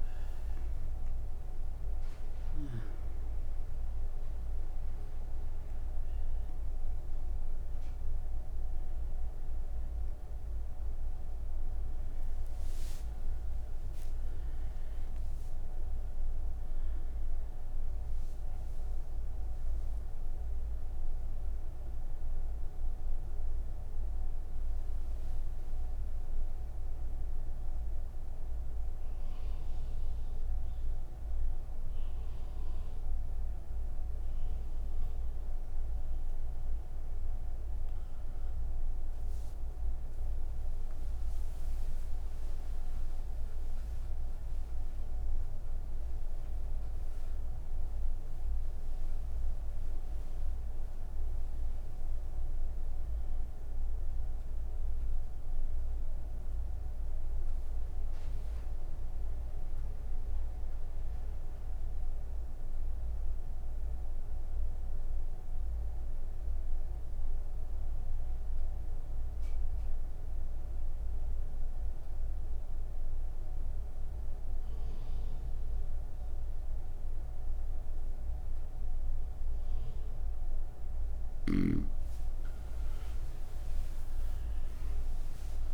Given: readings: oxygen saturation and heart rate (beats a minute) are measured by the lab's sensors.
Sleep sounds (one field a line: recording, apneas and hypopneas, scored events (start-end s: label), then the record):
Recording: breathing in sleep, hard to hear, by a room microphone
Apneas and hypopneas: 2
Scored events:
29.50-39.50 s: hypopnea (oxygen 100% before, 93% lowest)
36.00-54.00 s: oxygen desaturation (device-marked, oxygen 99% before, 93% lowest)
55.50-81.50 s: mixed apnea (oxygen 99% before, 93% lowest)
From the record:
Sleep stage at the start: N1 (lightest sleep)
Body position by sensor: on the right side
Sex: female